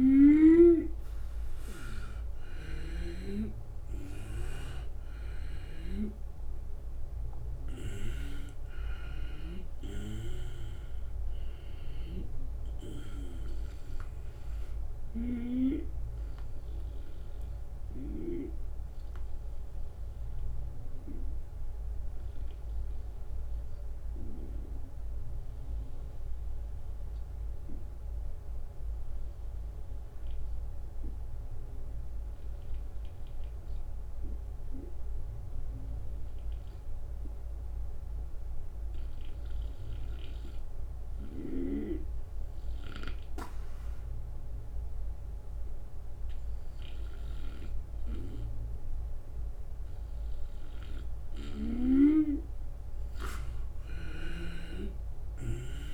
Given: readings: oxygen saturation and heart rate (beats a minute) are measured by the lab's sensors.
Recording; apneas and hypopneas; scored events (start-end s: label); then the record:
breathing in sleep by a room microphone; 1
0.00-29.00 s: oxygen desaturation (device-marked, oxygen 90% lowest, heart rate 73 extreme)
3.50-8.50 s: arousal
5.00-19.00 s: drop in pulse transit time (device-marked, heart rate 77 before, 77 extreme)
11.50-18.00 s: snoring (device-marked)
16.00-49.50 s: obstructive apnea (oxygen 96% before, 89% lowest, heart rate 81 before, 73 extreme, up 4 after)
42.00-55.94 s: snoring (device-marked)
45.00-55.94 s: oxygen desaturation (device-marked, oxygen 97% before, 89% lowest, heart rate 75 before, 73 extreme)
53.00-55.94 s: arousal
From the record:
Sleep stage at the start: N2 (light sleep); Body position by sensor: on the right side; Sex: male